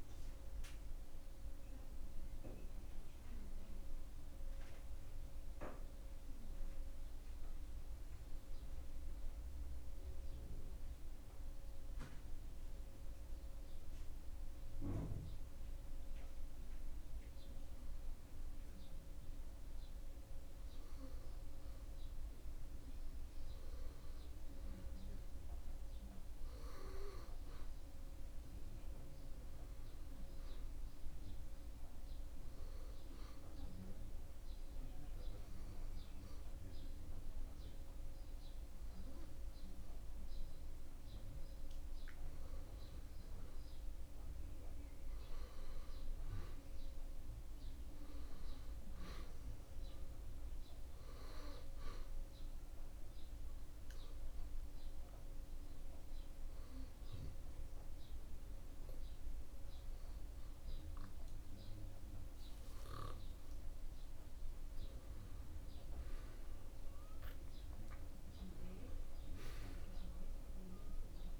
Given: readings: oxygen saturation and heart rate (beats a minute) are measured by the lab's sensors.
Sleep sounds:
breathing in sleep by a room microphone; 3
9.00-19.00 s: obstructive apnea (oxygen 97% before, 93% lowest)
21.00-25.00 s: arousal
33.50-43.50 s: obstructive apnea (oxygen 99% before, 93% lowest)
46.00-50.00 s: arousal
52.50-63.50 s: obstructive apnea (oxygen 99% before, 93% lowest)
63.50-71.39 s: oxygen desaturation (device-marked, oxygen 96% before, 93% lowest)
From the record:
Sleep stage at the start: N2 (light sleep); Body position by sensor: on the back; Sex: male

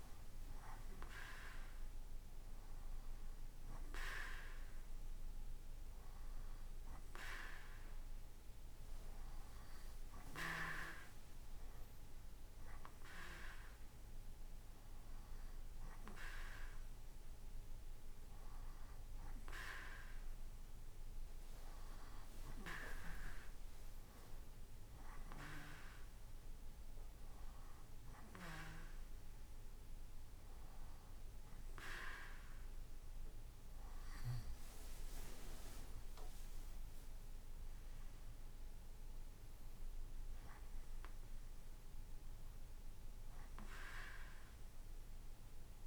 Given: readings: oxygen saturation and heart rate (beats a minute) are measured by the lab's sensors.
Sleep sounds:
breathing in sleep by a room microphone; none
none scored
From the record:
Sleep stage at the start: N2 (light sleep); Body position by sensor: on the right side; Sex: male

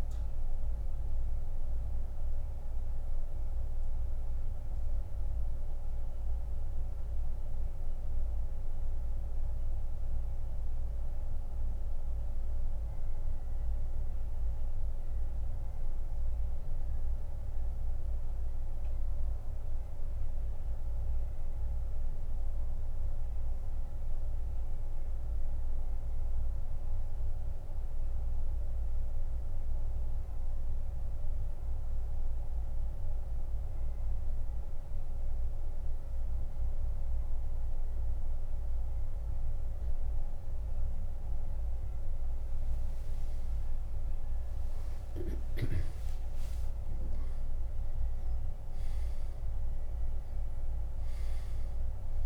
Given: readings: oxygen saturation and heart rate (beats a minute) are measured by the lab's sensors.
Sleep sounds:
breathing in sleep, hard to hear, by a room microphone; 1
0.00-32.00 s: oxygen desaturation (device-marked, oxygen 97% before, 86% lowest, heart rate 88 before, 66 extreme)
6.50-42.50 s: mixed apnea (oxygen 97% before, 86% lowest, heart rate 87 before, 66 extreme, up 39 after)
43.50-48.00 s: arousal
From the record:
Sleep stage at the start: N2 (light sleep); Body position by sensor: on the back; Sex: male

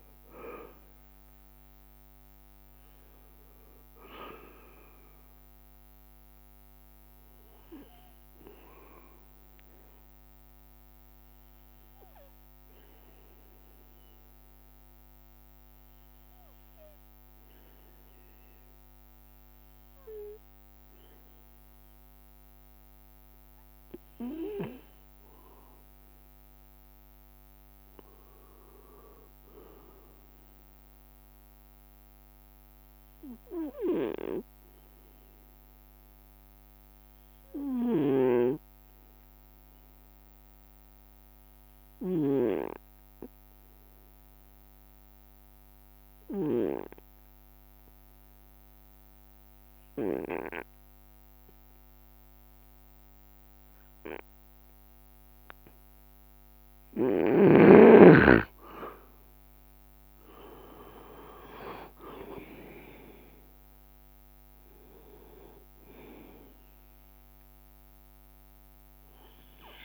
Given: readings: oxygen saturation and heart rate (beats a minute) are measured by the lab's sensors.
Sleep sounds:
breathing in sleep by a microphone on the trachea; 2
0.00-5.50 s: drop in pulse transit time (device-marked, heart rate 66 extreme)
0.00-20.50 s: oxygen desaturation (device-marked, oxygen 92% lowest, heart rate 63 extreme)
9.50-21.50 s: obstructive apnea (oxygen 98% before, 92% lowest, heart rate 67 before, 63 extreme, up 3 after)
22.50-33.50 s: drop in pulse transit time (device-marked, heart rate 65 before, 63 extreme)
24.50-28.00 s: arousal
32.00-57.00 s: obstructive apnea (oxygen 98% before, 90% lowest, heart rate 64 before, 62 extreme, up 8 after)
38.00-43.00 s: snoring (device-marked)
52.50-53.50 s: leg movement (device-marked)
53.50-56.00 s: leg movement (device-marked)
55.50-69.85 s: oxygen desaturation (device-marked, oxygen 96% before, 90% lowest, heart rate 65 before, 62 extreme)
59.50-69.85 s: drop in pulse transit time (device-marked, heart rate 66 before, 62 extreme)
61.50-63.00 s: leg movement (device-marked)
62.00-67.00 s: arousal
From the record:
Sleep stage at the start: N2 (light sleep); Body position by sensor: on the right side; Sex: male

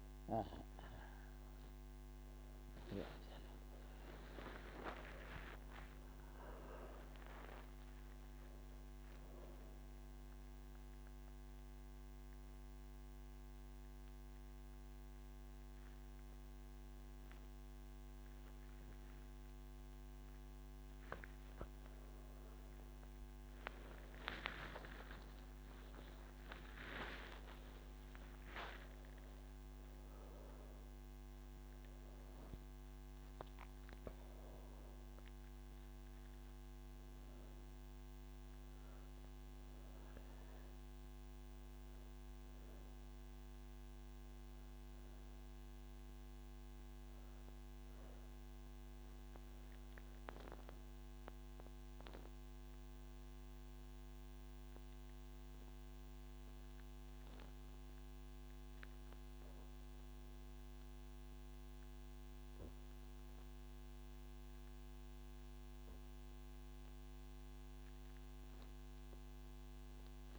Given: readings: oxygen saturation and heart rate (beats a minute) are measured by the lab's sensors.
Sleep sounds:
breathing in sleep by a microphone on the trachea; none
none scored
From the record:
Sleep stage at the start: N3 (deep sleep); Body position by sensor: on the back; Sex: female

